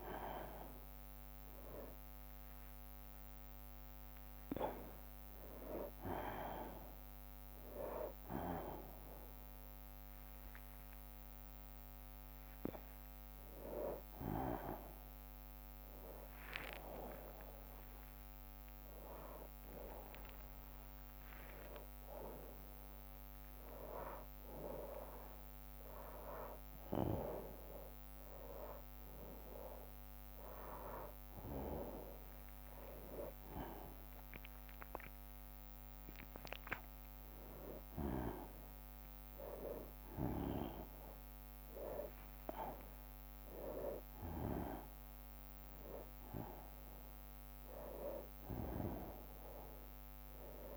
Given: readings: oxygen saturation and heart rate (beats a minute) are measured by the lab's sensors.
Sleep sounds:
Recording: a person awake in a sleep study, by a microphone on the trachea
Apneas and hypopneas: none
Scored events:
0.00-1.00 s: oxygen desaturation (device-marked, oxygen 92% lowest, heart rate 63 extreme)
0.00-6.00 s: drop in pulse transit time (device-marked, heart rate 72 extreme)
3.50-5.50 s: long interval between heartbeats (device-marked, heart rate 110 before, 79 extreme)
16.00-18.00 s: long interval between heartbeats (device-marked, heart rate 81 before, 79 extreme)
18.00-20.00 s: long interval between heartbeats (device-marked, heart rate 76 before, 73 extreme)
18.00-27.00 s: drop in pulse transit time (device-marked, heart rate 76 before, 68 extreme)
20.50-22.50 s: long interval between heartbeats (device-marked, heart rate 75 before, 90 extreme)
39.50-41.50 s: long interval between heartbeats (device-marked, heart rate 73 before, 76 extreme)
From the record:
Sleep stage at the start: awake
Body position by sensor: on the right side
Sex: male

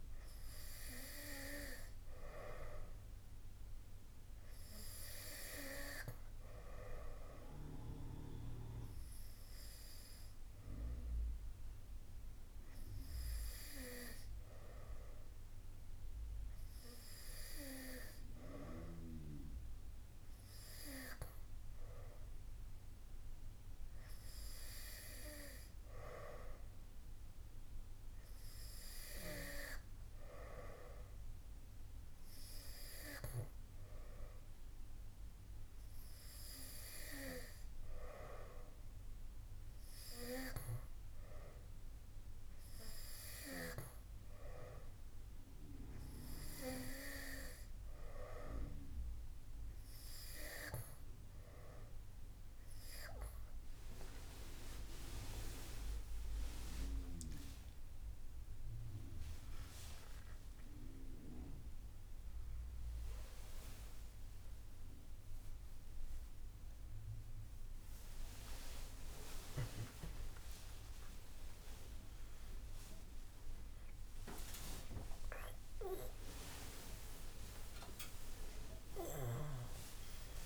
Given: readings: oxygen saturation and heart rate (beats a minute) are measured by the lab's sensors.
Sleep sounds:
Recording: breathing in sleep by a room microphone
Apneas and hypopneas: none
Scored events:
68.50-80.46 s: new sleep stage, awake
From the record:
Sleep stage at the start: N2 (light sleep)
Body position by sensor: on the back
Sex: male

